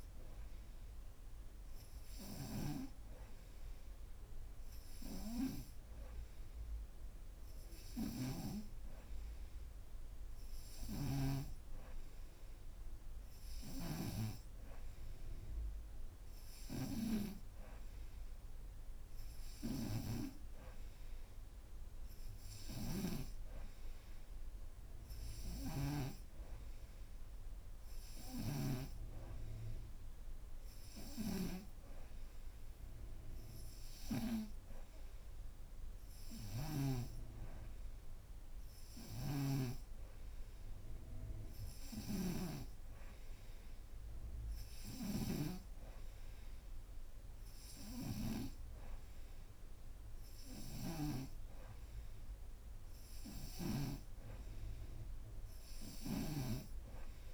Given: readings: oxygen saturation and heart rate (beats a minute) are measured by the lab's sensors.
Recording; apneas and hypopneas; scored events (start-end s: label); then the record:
breathing in sleep by a room microphone; none
10.50-14.00 s: snoring (device-marked)
22.50-26.00 s: snoring (device-marked)
36.00-39.50 s: snoring (device-marked)
41.50-51.00 s: snoring (device-marked)
From the record:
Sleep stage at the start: N2 (light sleep); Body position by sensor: upright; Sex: female